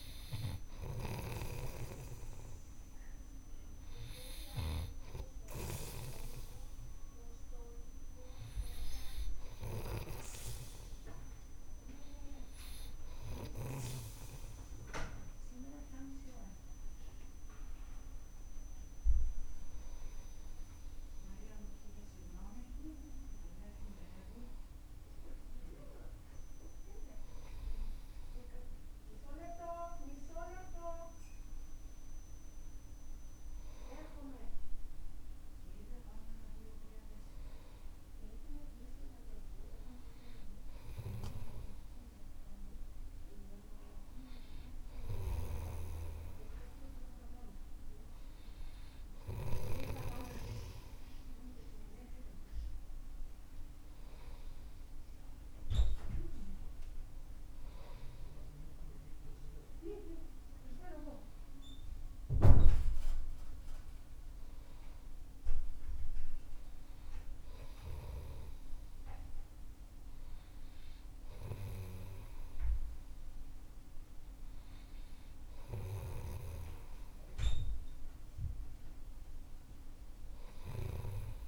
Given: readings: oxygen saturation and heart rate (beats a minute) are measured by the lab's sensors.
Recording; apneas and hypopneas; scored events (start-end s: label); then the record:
breathing in sleep by a room microphone; none
0.00-14.00 s: snoring (device-marked)
18.00-21.00 s: arousal
23.00-81.48 s: new sleep stage, N2 (light sleep)
53.50-58.00 s: arousal
76.50-81.48 s: snoring (device-marked)
From the record:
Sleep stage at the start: N3 (deep sleep); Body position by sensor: on the right side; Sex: male